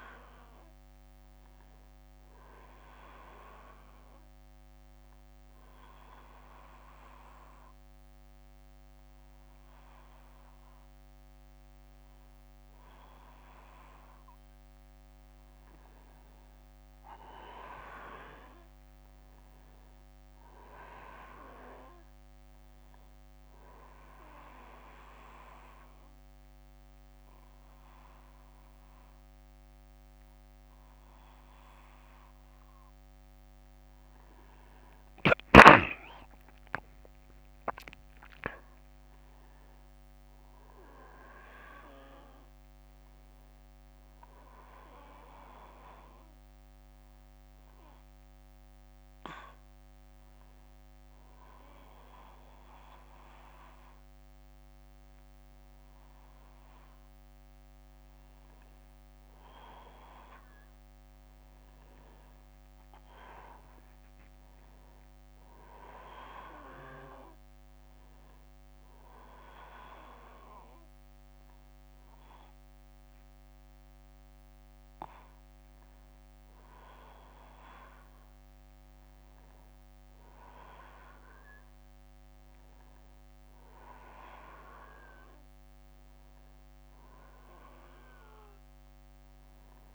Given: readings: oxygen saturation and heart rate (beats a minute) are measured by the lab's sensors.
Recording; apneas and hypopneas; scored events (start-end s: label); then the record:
breathing in sleep by a microphone on the trachea; 3
0.00-2.00 s: arousal
4.50-16.00 s: obstructive apnea (oxygen 96% before, 94% lowest, heart rate 170 before, 86 extreme)
17.00-20.00 s: arousal
22.50-34.50 s: obstructive apnea (oxygen 96% before, 94% lowest)
36.50-40.00 s: arousal
45.00-56.00 s: hypopnea (oxygen 96% before, 94% lowest, heart rate 157 before, 64 extreme, up 3 after)
59.50-64.50 s: arousal
From the record:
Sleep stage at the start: N1 (lightest sleep); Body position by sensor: on the back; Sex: male